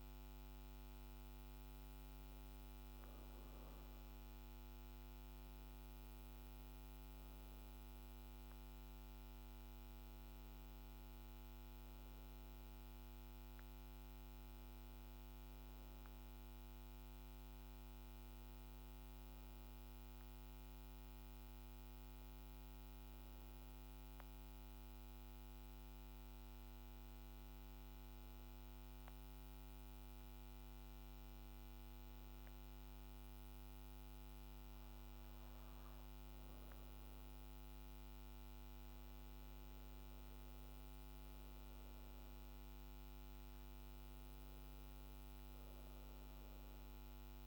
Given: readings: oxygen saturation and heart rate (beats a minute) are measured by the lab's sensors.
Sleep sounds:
breathing in sleep, hard to hear, by a microphone on the trachea; 1
21.00-25.50 s: arousal
28.50-40.00 s: hypopnea (oxygen 98% before, 89% lowest, heart rate 54 before, 54 extreme, up 3 after)
39.00-47.47 s: oxygen desaturation (device-marked, oxygen 96% before, 89% lowest, heart rate 53 before, 52 extreme)
42.50-47.00 s: arousal
From the record:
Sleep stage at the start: REM sleep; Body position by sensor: on the back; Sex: female

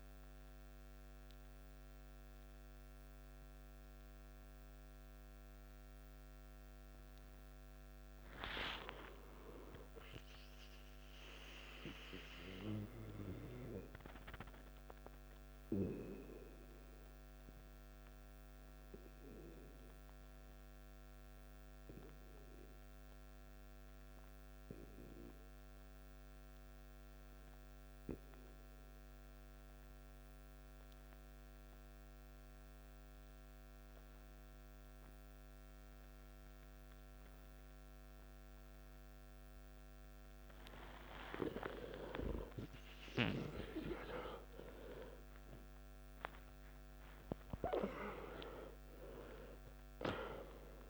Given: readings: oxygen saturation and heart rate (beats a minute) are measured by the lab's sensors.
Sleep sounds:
breathing in sleep by a microphone on the trachea; 1
0.00-4.00 s: oxygen desaturation (device-marked, oxygen 91% lowest, heart rate 56 extreme)
8.50-12.50 s: arousal
14.00-50.90 s: new sleep stage, N2 (light sleep)
17.00-40.50 s: hypopnea (oxygen 99% before, 90% lowest, heart rate 61 before, 55 extreme, up 14 after)
40.00-50.90 s: oxygen desaturation (device-marked, oxygen 96% before, 90% lowest, heart rate 56 before, 55 extreme)
41.50-46.00 s: arousal
From the record:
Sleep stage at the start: N1 (lightest sleep); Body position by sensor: on the back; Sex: male

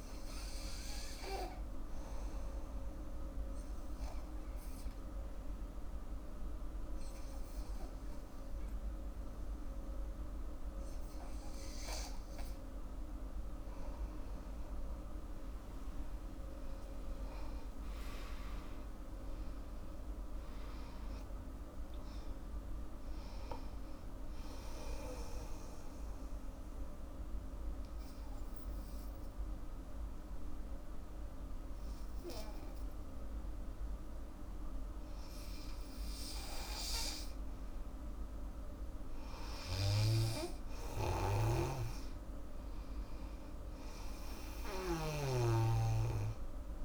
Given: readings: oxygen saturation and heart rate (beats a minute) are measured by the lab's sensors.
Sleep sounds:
breathing in sleep by a room microphone; 2
0.00-11.50 s: oxygen desaturation (device-marked, oxygen 93% lowest, heart rate 70 extreme)
2.50-12.50 s: obstructive apnea (oxygen 99% before, 91% lowest, heart rate 81 before, 70 extreme, up 15 after)
14.00-17.50 s: arousal
17.50-33.50 s: oxygen desaturation (device-marked, oxygen 97% before, 92% lowest, heart rate 81 before, 70 extreme)
25.50-37.00 s: obstructive apnea (oxygen 97% before, 91% lowest, heart rate 84 before, 70 extreme, up 12 after)
39.50-43.50 s: arousal
39.50-46.85 s: oxygen desaturation (device-marked, oxygen 99% before, 94% lowest, heart rate 81 before, 75 extreme)
40.50-45.00 s: snoring (device-marked)
From the record:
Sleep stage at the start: N2 (light sleep); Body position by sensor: on the back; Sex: female

